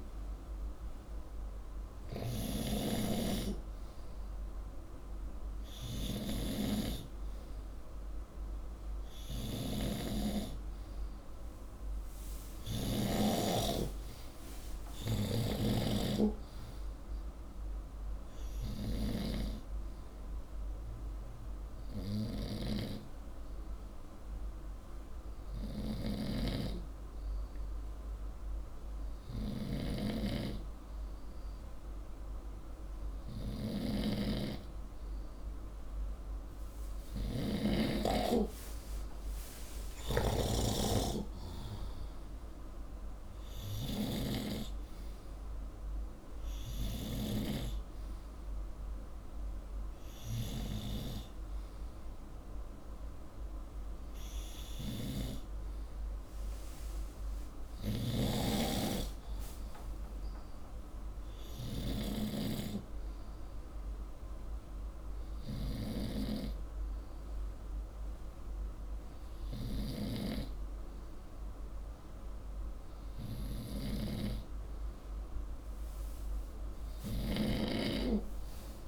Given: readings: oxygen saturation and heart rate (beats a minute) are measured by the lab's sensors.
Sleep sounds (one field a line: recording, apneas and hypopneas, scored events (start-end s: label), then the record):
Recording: breathing in sleep by a room microphone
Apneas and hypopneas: none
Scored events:
0.00-2.50 s: snoring (device-marked)
15.00-19.00 s: snoring (device-marked)
15.00-32.00 s: oxygen desaturation (device-marked, oxygen 94% before, 91% lowest, heart rate 67 before, 60 extreme)
25.50-37.50 s: snoring (device-marked)
39.50-43.00 s: arousal
39.50-44.00 s: snoring (device-marked)
44.00-56.00 s: oxygen desaturation (device-marked, oxygen 96% before, 92% lowest, heart rate 70 before, 60 extreme)
54.50-58.00 s: snoring (device-marked)
73.50-77.50 s: snoring (device-marked)
77.00-78.88 s: arousal
From the record:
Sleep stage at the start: N2 (light sleep)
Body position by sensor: upright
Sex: male